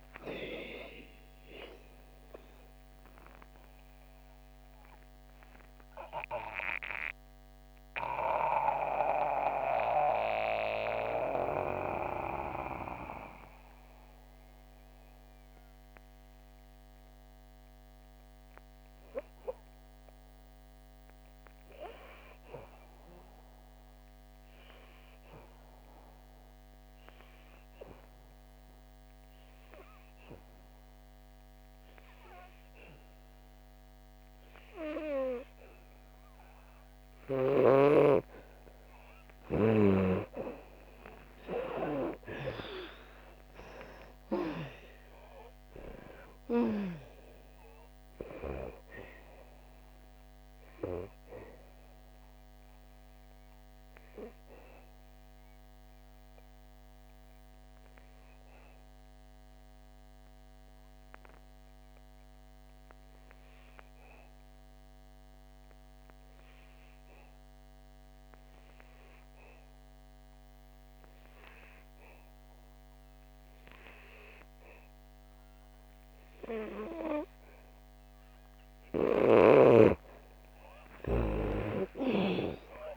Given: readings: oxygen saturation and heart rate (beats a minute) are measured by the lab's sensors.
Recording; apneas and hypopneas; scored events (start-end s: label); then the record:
breathing in sleep by a microphone on the trachea; 2
0.00-2.00 s: arousal
0.00-27.50 s: oxygen desaturation (device-marked, oxygen 84% lowest, heart rate 56 extreme)
8.00-38.50 s: obstructive apnea (oxygen 99% before, 82% lowest, heart rate 72 before, 56 extreme, up 15 after)
34.50-68.50 s: oxygen desaturation (device-marked, oxygen 99% before, 85% lowest, heart rate 61 before, 58 extreme)
41.00-44.50 s: arousal
51.50-78.50 s: obstructive apnea (oxygen 99% before, 81% lowest, heart rate 72 before, 58 extreme, up 15 after)
70.50-82.97 s: oxygen desaturation (device-marked, oxygen 99% before, 81% lowest, heart rate 64 before, 57 extreme)
81.00-82.97 s: arousal
From the record:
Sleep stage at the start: N2 (light sleep); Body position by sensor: on the back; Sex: female